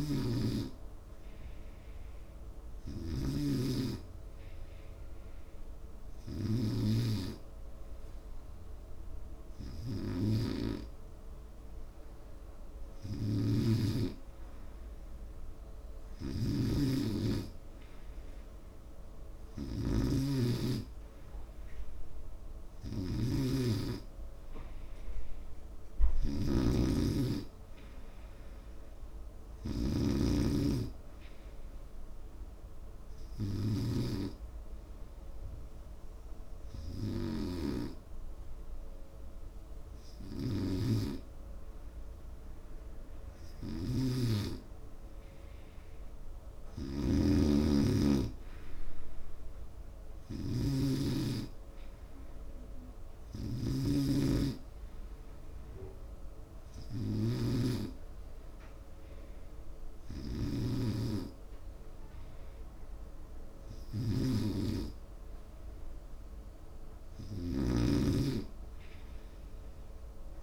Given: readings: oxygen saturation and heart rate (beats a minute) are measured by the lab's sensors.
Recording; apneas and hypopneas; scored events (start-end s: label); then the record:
breathing in sleep by a room microphone; 2
3.00-14.00 s: hypopnea (oxygen 93% before, 89% lowest, heart rate 72 before, 72 extreme, up 2 after)
7.50-24.50 s: oxygen desaturation (device-marked, oxygen 93% before, 89% lowest, heart rate 71 before, 72 extreme)
15.00-19.00 s: arousal
32.50-44.00 s: hypopnea (oxygen 92% before, 89% lowest, heart rate 73 before, 70 extreme, up 1 after)
45.00-49.50 s: arousal
68.00-70.43 s: snoring (device-marked)
From the record:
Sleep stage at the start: N2 (light sleep); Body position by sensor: on the right side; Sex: male